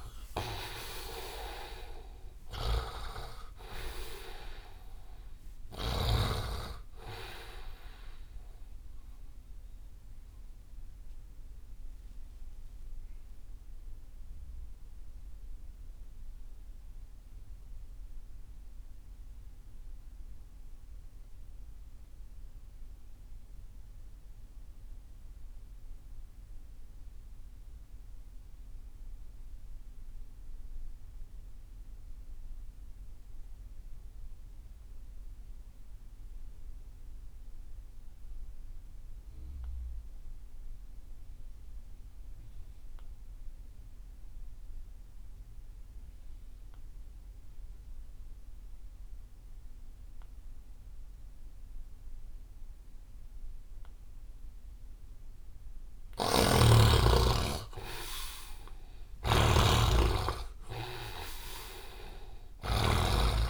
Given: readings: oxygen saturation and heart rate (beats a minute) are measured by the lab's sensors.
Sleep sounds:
breathing in sleep by a room microphone; 1
0.00-6.50 s: snoring (device-marked)
0.00-19.50 s: oxygen desaturation (device-marked, oxygen 66% lowest)
10.00-56.00 s: obstructive apnea (oxygen 90% before, 60% lowest)
24.50-63.50 s: oxygen desaturation (device-marked, oxygen 99% before, 60% lowest)
57.50-61.50 s: arousal
59.00-63.00 s: snoring (device-marked)
From the record:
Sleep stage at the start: REM sleep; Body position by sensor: on the right side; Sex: male

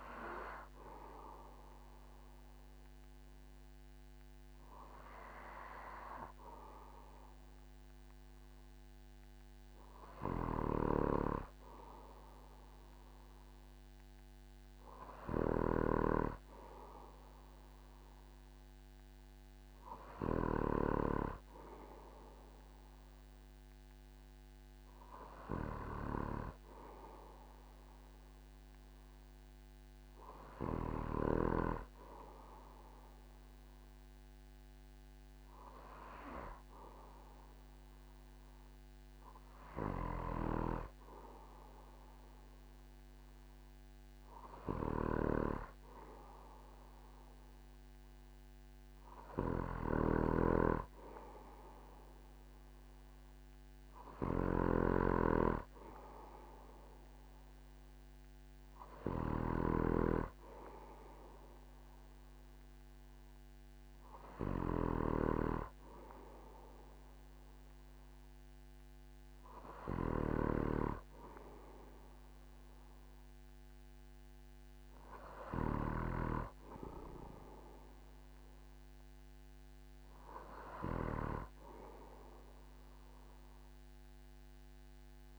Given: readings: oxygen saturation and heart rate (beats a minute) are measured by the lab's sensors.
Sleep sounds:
breathing in sleep by a microphone on the trachea; none
50.00-55.00 s: snoring (device-marked)
From the record:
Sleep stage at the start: N2 (light sleep); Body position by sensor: on the back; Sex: male

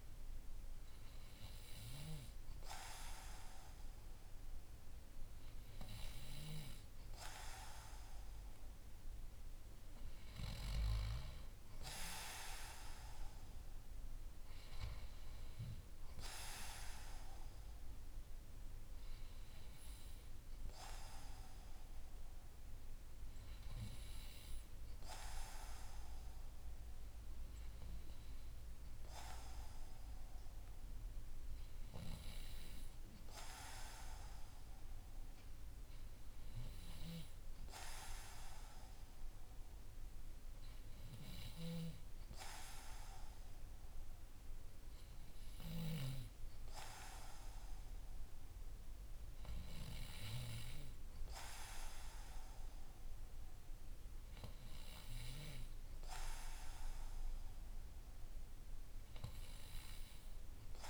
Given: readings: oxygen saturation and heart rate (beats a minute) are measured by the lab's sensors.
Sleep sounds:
breathing in sleep by a room microphone; none
none scored
From the record:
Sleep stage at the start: N3 (deep sleep); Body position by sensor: on the back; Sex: male

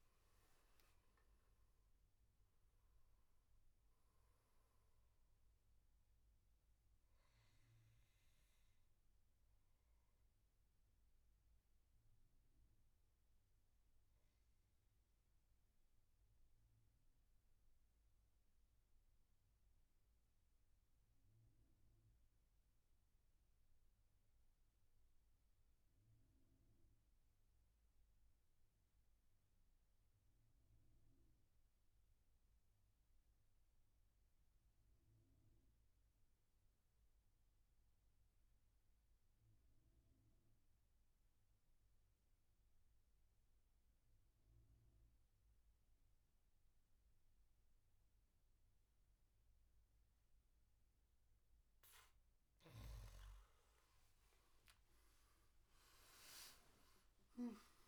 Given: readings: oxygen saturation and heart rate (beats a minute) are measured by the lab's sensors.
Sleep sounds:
breathing in sleep, hard to hear, by a room microphone; 1
0.00-17.00 s: oxygen desaturation (device-marked, oxygen 89% lowest, heart rate 58 extreme)
6.00-9.00 s: bradycardia (device-marked, heart rate 73 before, 60 extreme)
7.50-51.50 s: obstructive apnea (oxygen 97% before, 87% lowest, heart rate 75 before, 60 extreme, up 19 after)
38.00-57.88 s: oxygen desaturation (device-marked, oxygen 99% before, 87% lowest, heart rate 69 before, 60 extreme)
53.00-57.50 s: arousal
From the record:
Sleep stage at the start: N2 (light sleep); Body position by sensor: on the back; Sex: male

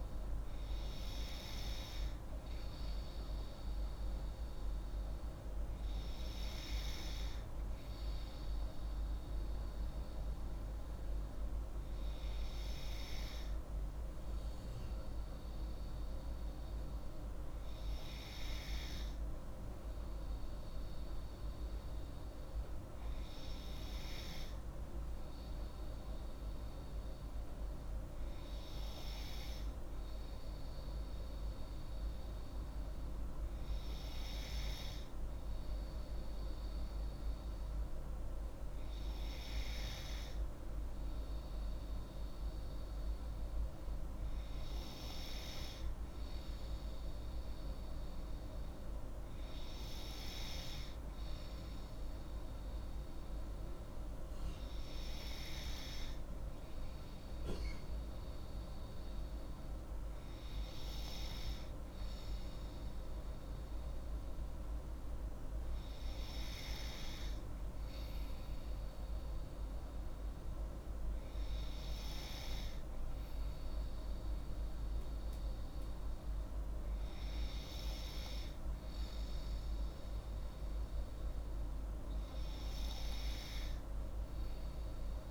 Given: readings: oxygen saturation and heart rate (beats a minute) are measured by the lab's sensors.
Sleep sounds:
breathing in sleep, hard to hear, by a room microphone; none
82.00-85.31 s: new sleep stage, N3 (deep sleep)
From the record:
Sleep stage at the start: N2 (light sleep); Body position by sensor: on the left side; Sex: female

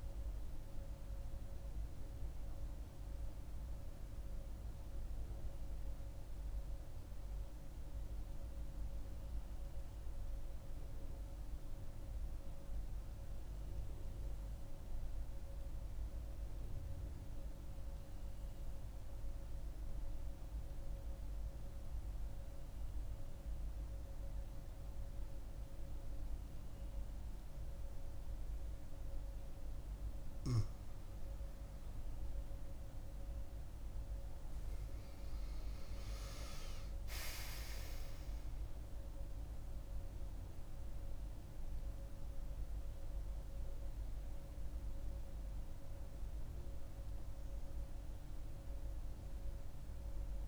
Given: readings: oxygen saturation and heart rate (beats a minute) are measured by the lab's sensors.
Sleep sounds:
breathing in sleep, hard to hear, by a room microphone; 1
0.00-5.00 s: oxygen desaturation (device-marked, oxygen 93% lowest, heart rate 63 extreme)
4.50-7.50 s: arousal
9.50-28.50 s: mixed apnea (oxygen 99% before, 91% lowest, heart rate 84 before, 63 extreme, up 11 after)
24.00-50.48 s: oxygen desaturation (device-marked, oxygen 98% before, 91% lowest, heart rate 71 before, 63 extreme)
31.50-35.50 s: arousal
From the record:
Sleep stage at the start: N2 (light sleep); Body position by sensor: on the right side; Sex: female

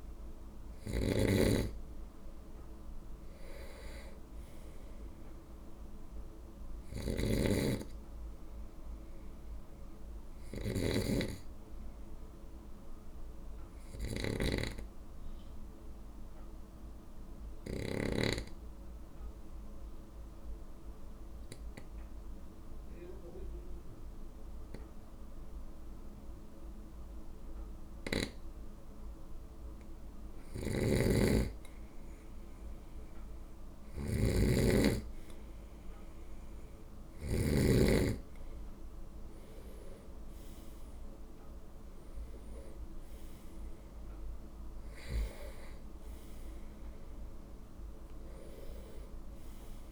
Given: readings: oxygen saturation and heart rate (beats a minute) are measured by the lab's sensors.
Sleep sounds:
breathing in sleep by a room microphone; 1
0.50-17.50 s: snoring (device-marked)
15.00-29.50 s: obstructive apnea (oxygen 96% before, 95% lowest, heart rate 54 before, 51 extreme, up 5 after)
30.00-37.00 s: snoring (device-marked)
33.50-38.50 s: arousal
From the record:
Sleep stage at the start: N2 (light sleep); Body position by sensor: on the right side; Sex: male

